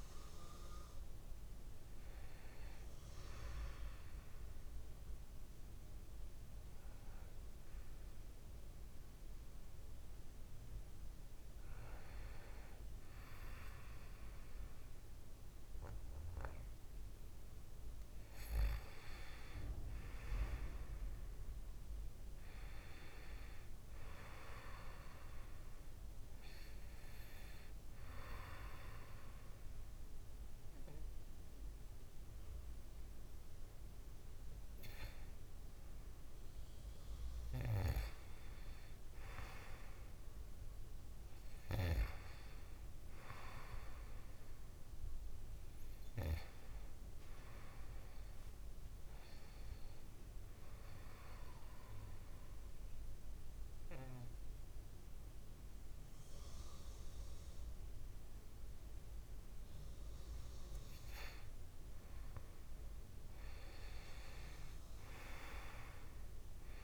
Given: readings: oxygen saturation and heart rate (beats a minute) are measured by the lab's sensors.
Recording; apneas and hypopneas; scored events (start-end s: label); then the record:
breathing in sleep by a room microphone; 3
1.00-17.00 s: obstructive apnea (oxygen 97% before, 93% lowest, heart rate 62 before, 59 extreme, up 4 after)
19.00-22.00 s: arousal
28.00-39.00 s: obstructive apnea (oxygen 97% before, 93% lowest, heart rate 61 before, 60 extreme, up 4 after)
41.00-44.50 s: arousal
51.00-61.50 s: obstructive apnea (oxygen 96% before, 93% lowest, heart rate 62 before, 59 extreme, up 3 after)
63.50-66.84 s: arousal
From the record:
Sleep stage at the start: N2 (light sleep); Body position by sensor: on the back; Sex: male